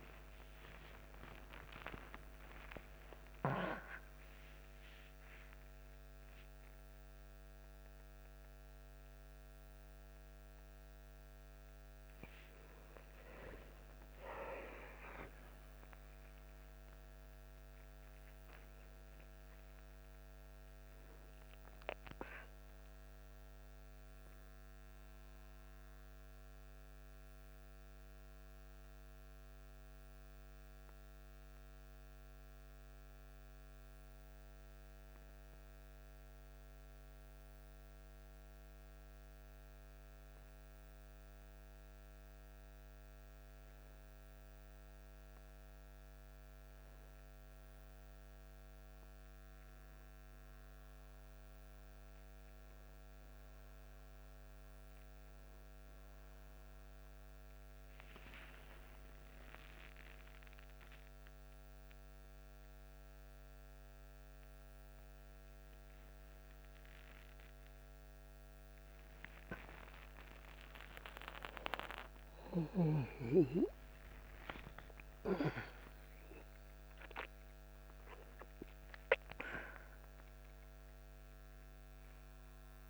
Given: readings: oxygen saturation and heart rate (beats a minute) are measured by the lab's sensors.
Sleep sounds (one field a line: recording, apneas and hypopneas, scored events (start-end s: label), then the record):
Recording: breathing in sleep by a microphone on the trachea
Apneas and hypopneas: 1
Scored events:
1.00-6.00 s: arousal
29.50-41.50 s: obstructive apnea (oxygen 92% before, 91% lowest, heart rate 67 before, 44 extreme, up 5 after)
30.50-82.90 s: new sleep stage, N1 (lightest sleep)
44.00-47.50 s: arousal
57.50-75.50 s: oxygen desaturation (device-marked, oxygen 96% before, 92% lowest, heart rate 48 before, 45 extreme)
74.50-79.00 s: arousal
From the record:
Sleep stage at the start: N2 (light sleep)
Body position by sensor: on the back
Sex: male